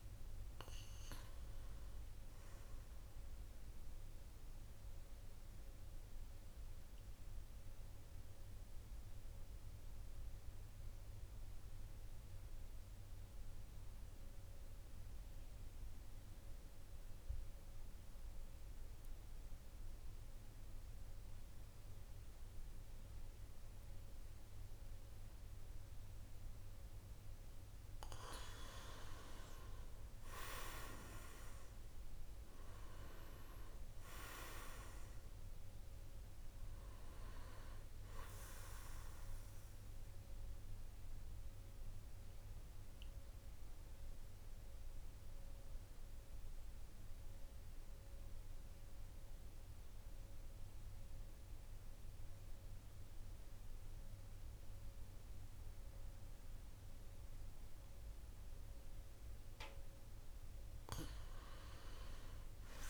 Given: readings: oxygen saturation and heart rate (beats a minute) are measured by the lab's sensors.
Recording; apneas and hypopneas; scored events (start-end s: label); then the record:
breathing in sleep by a room microphone; 2
0.00-3.00 s: oxygen desaturation (device-marked, oxygen 91% lowest, heart rate 45 extreme)
5.00-27.00 s: obstructive apnea (oxygen 99% before, 90% lowest, heart rate 51 before, 46 extreme, up 12 after)
24.00-53.00 s: oxygen desaturation (device-marked, oxygen 98% before, 90% lowest, heart rate 49 before, 46 extreme)
29.00-33.00 s: arousal
39.50-58.00 s: obstructive apnea (oxygen 99% before, 87% lowest, heart rate 55 before, 46 extreme, up 4 after)
60.50-62.90 s: arousal
From the record:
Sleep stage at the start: N2 (light sleep); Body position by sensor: on the back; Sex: male